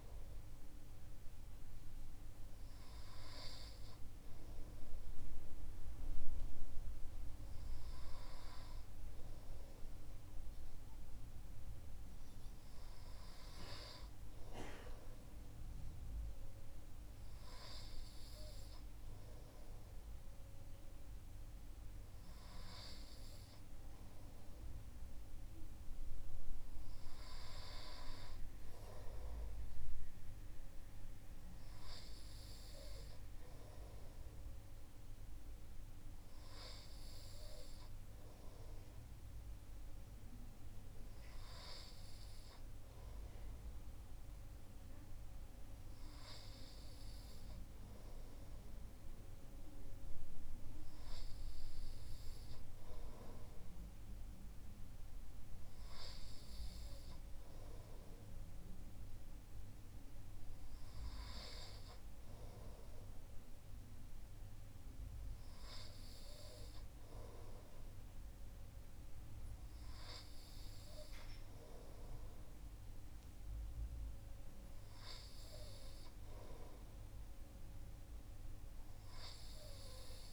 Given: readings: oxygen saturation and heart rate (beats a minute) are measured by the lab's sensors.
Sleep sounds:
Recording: breathing in sleep by a room microphone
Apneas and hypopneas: none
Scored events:
none scored
From the record:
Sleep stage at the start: N2 (light sleep)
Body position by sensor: on the right side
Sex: male

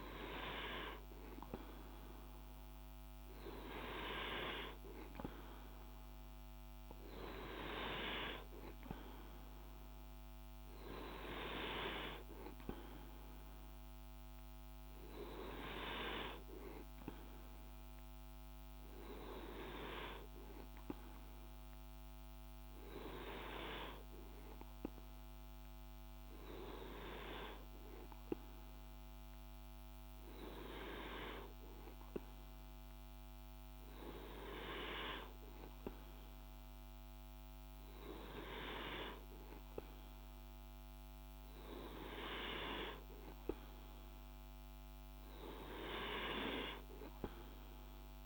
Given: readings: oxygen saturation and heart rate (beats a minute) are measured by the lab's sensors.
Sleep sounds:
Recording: breathing in sleep by a microphone on the trachea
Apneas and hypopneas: none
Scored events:
none scored
From the record:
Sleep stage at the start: N2 (light sleep)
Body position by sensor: on the back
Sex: male

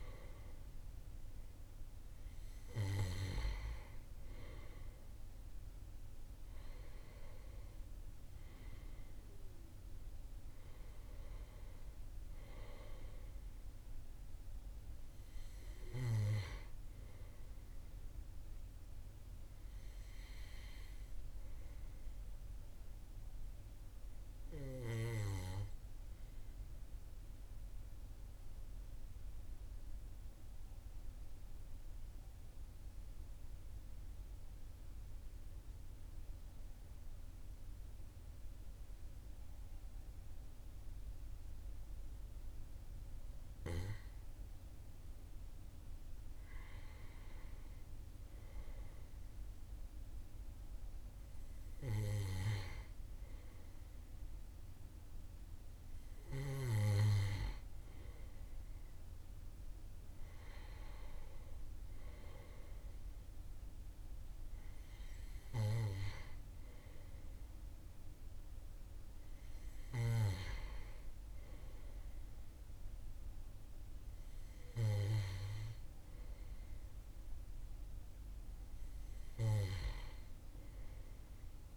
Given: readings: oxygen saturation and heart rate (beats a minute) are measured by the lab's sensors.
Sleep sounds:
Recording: breathing in sleep by a room microphone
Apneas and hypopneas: 1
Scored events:
6.00-24.00 s: oxygen desaturation (device-marked, oxygen 97% before, 94% lowest, heart rate 41 before, 40 extreme)
27.00-43.50 s: obstructive apnea (oxygen 97% before, 96% lowest, heart rate 42 before, 40 extreme, up 1 after)
44.00-48.50 s: arousal
From the record:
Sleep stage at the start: N2 (light sleep)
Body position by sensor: on the back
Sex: male

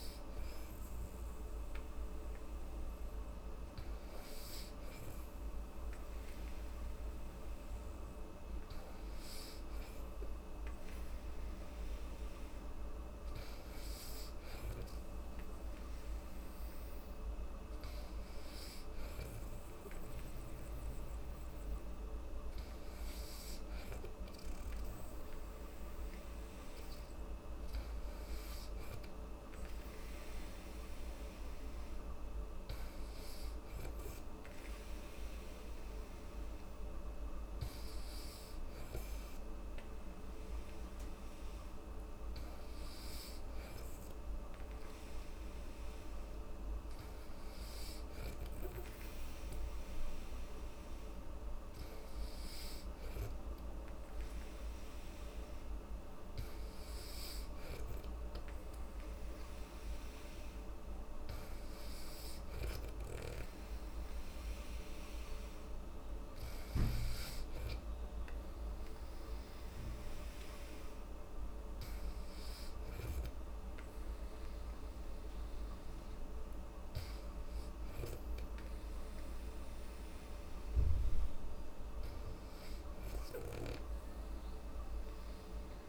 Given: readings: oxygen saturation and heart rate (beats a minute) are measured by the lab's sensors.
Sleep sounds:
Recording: breathing in sleep, hard to hear, by a room microphone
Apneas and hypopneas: none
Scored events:
none scored
From the record:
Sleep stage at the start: N2 (light sleep)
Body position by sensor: on the back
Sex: female

